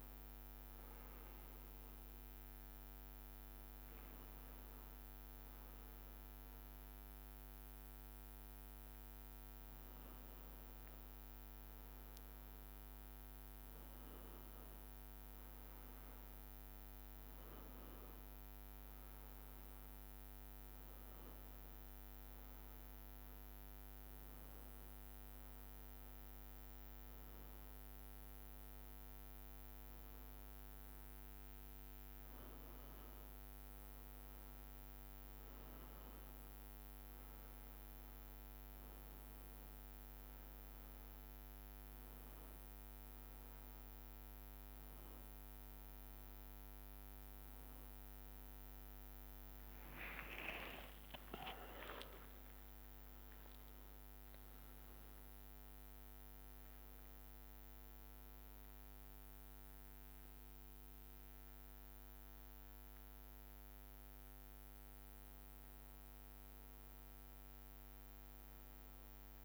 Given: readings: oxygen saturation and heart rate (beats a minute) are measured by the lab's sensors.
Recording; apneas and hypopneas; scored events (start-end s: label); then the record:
breathing in sleep, hard to hear, by a microphone on the trachea; none
0.00-4.50 s: drop in pulse transit time (device-marked, heart rate 69 extreme)
51.50-55.50 s: arousal
From the record:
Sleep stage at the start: N1 (lightest sleep); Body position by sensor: on the back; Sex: male